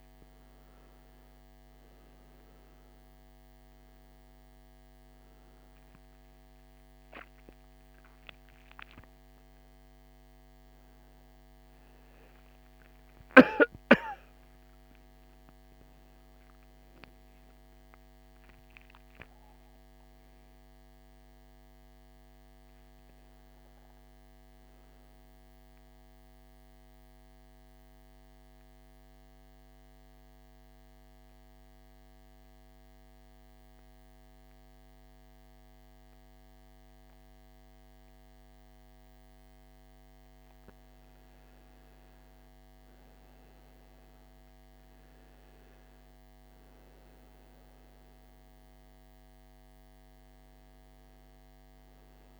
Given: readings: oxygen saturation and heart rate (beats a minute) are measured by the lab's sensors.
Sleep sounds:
breathing in sleep, hard to hear, by a microphone on the trachea; 1
0.50-18.50 s: oxygen desaturation (device-marked, oxygen 97% before, 91% lowest, heart rate 62 before, 52 extreme)
18.50-23.00 s: arousal
27.50-38.50 s: central apnea (oxygen 98% before, 92% lowest, heart rate 68 before, 52 extreme, up 12 after)
39.50-44.00 s: arousal
44.50-52.40 s: oxygen desaturation (device-marked, oxygen 98% before, 92% lowest, heart rate 56 before, 55 extreme)
From the record:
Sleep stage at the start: N2 (light sleep); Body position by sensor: on the right side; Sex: male

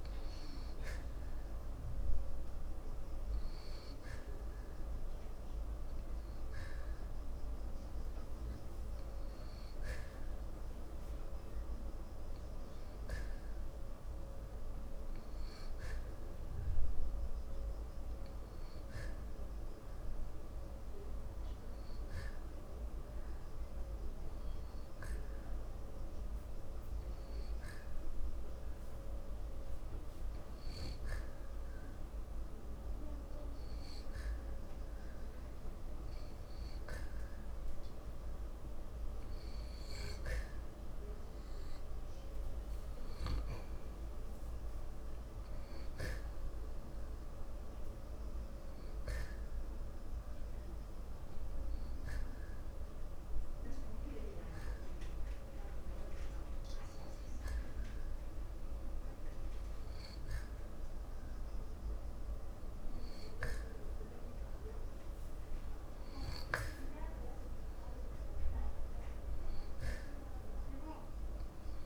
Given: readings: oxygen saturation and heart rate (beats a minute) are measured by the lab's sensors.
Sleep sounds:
breathing in sleep, hard to hear, by a room microphone; 2
1.50-12.50 s: oxygen desaturation (device-marked, oxygen 95% before, 91% lowest, heart rate 85 before, 44 extreme)
16.50-20.50 s: arousal
22.50-37.00 s: hypopnea (oxygen 95% before, 90% lowest, heart rate 57 before, 57 extreme)
38.50-41.50 s: arousal
44.50-63.50 s: oxygen desaturation (device-marked, oxygen 94% before, 90% lowest, heart rate 76 before, 69 extreme)
51.00-62.00 s: hypopnea (oxygen 94% before, 90% lowest, heart rate 74 before, 69 extreme)
64.00-67.50 s: arousal
From the record:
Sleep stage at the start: N2 (light sleep); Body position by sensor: on the back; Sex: male

